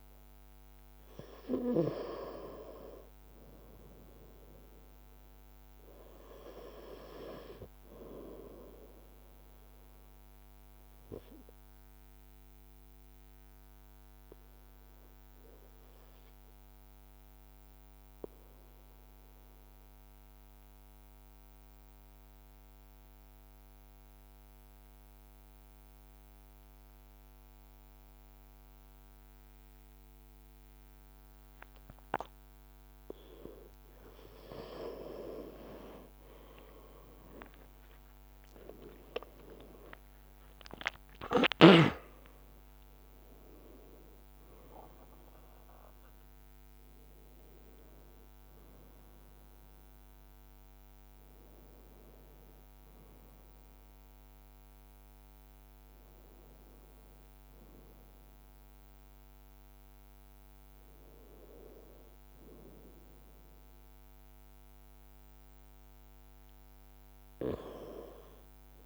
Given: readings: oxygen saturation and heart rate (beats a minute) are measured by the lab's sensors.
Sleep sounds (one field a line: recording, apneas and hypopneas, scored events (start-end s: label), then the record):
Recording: breathing in sleep by a microphone on the trachea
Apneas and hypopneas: 1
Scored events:
0.00-1.00 s: arousal
5.00-6.50 s: leg movement (device-marked)
11.50-32.00 s: obstructive apnea (oxygen 97% before, 95% lowest, heart rate 56 before, 55 extreme, up 6 after)
35.00-39.00 s: leg movement (device-marked)
35.00-41.00 s: arousal
41.00-43.00 s: leg movement (device-marked)
52.00-55.50 s: leg movement (device-marked)
57.50-65.50 s: leg movement (device-marked)
From the record:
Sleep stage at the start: N2 (light sleep)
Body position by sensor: on the right side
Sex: male